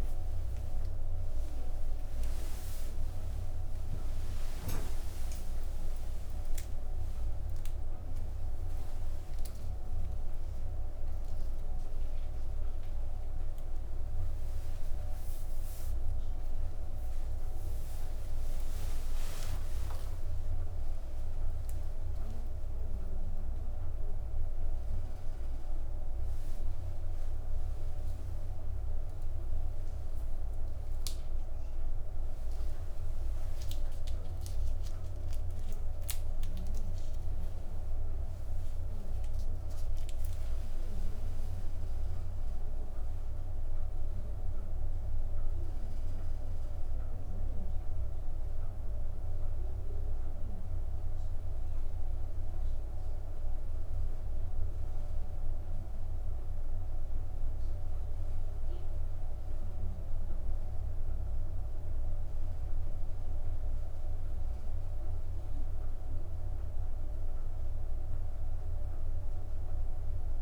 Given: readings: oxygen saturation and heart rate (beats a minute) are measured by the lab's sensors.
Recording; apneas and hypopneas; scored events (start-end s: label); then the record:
a person awake in a sleep study, hard to hear, by a room microphone; none
40.00-70.42 s: new sleep stage, N1 (lightest sleep)
From the record:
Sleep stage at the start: awake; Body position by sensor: upright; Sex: female